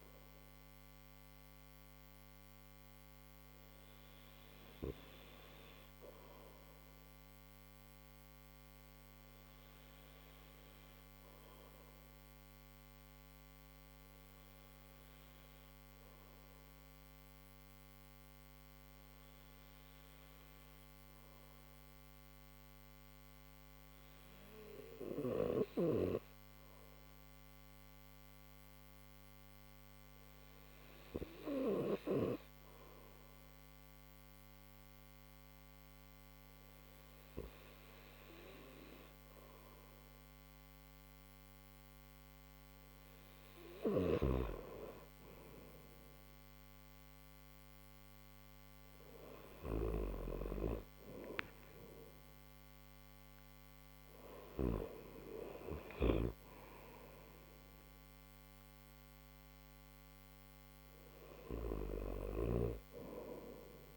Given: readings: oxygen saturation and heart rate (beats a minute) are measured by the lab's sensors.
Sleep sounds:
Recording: breathing in sleep by a microphone on the trachea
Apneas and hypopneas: none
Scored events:
37.50-63.97 s: new sleep stage, N3 (deep sleep)
55.00-61.50 s: snoring (device-marked)
From the record:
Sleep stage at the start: N1 (lightest sleep)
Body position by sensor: upright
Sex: male

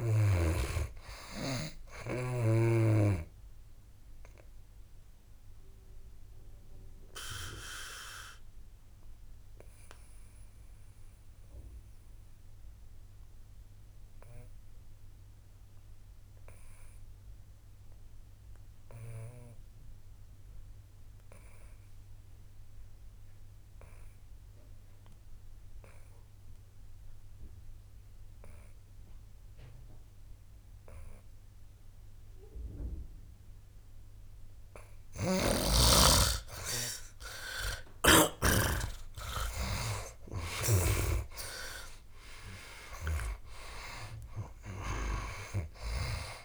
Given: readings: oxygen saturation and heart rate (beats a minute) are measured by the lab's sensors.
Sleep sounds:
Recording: breathing in sleep by a room microphone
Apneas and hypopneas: 1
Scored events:
0.00-22.00 s: oxygen desaturation (device-marked, oxygen 84% lowest, heart rate 67 extreme)
4.50-34.00 s: mixed apnea (oxygen 98% before, 81% lowest, heart rate 75 before, 67 extreme, up 5 after)
27.00-46.45 s: oxygen desaturation (device-marked, oxygen 98% before, 81% lowest, heart rate 73 before, 68 extreme)
35.00-38.50 s: snoring (device-marked)
40.50-44.00 s: arousal
43.00-46.45 s: snoring (device-marked)
From the record:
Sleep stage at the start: N2 (light sleep)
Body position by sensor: on the back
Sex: male

